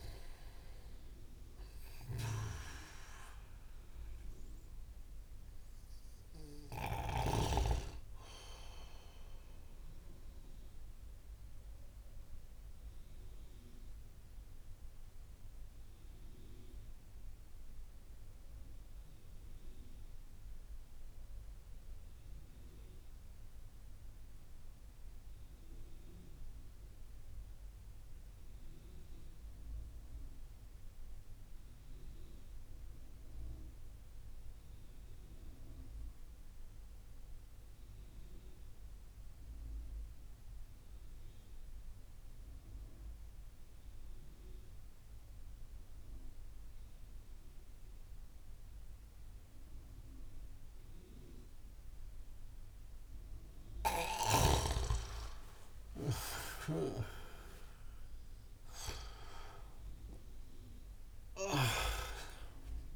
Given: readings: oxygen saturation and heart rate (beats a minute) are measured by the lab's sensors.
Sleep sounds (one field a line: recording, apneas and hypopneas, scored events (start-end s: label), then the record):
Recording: breathing in sleep by a room microphone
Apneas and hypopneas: 1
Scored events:
0.00-1.00 s: arousal
0.00-13.50 s: oxygen desaturation (device-marked, oxygen 88% lowest)
1.50-7.00 s: snoring (device-marked)
9.00-54.00 s: mixed apnea (oxygen 93% before, 88% lowest)
37.50-62.95 s: oxygen desaturation (device-marked, oxygen 97% before, 88% lowest)
57.50-62.50 s: arousal
From the record:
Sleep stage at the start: N2 (light sleep)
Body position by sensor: on the back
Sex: male